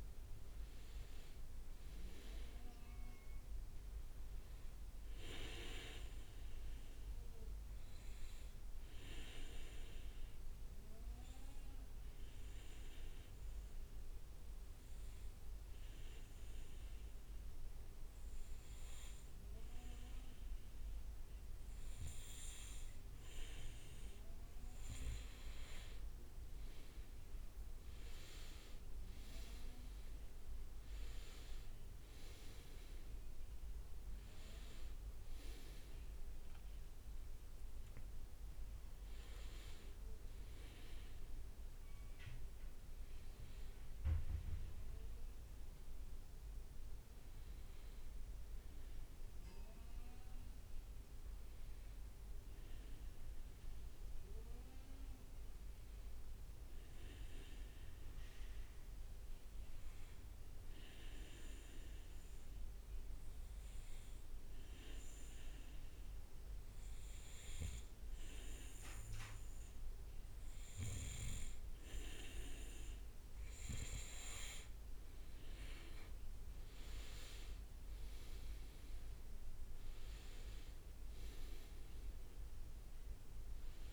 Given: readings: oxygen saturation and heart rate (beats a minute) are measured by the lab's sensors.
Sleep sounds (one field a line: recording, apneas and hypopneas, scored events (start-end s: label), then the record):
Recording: breathing in sleep by a room microphone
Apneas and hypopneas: 2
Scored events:
0.00-1.00 s: arousal
0.00-12.00 s: oxygen desaturation (device-marked, oxygen 96% lowest, heart rate 59 extreme)
9.00-22.00 s: obstructive apnea (oxygen 100% before, 95% lowest, heart rate 66 before, 62 extreme, up 6 after)
25.50-30.00 s: arousal
26.00-46.00 s: oxygen desaturation (device-marked, oxygen 99% before, 95% lowest, heart rate 63 before, 62 extreme)
49.00-53.50 s: arousal
58.00-71.50 s: obstructive apnea (oxygen 99% before, 94% lowest, heart rate 67 before, 62 extreme, up 7 after)
71.00-83.93 s: oxygen desaturation (device-marked, oxygen 99% before, 94% lowest, heart rate 65 before, 61 extreme)
77.00-82.00 s: arousal
From the record:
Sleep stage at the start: N2 (light sleep)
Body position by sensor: on the back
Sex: male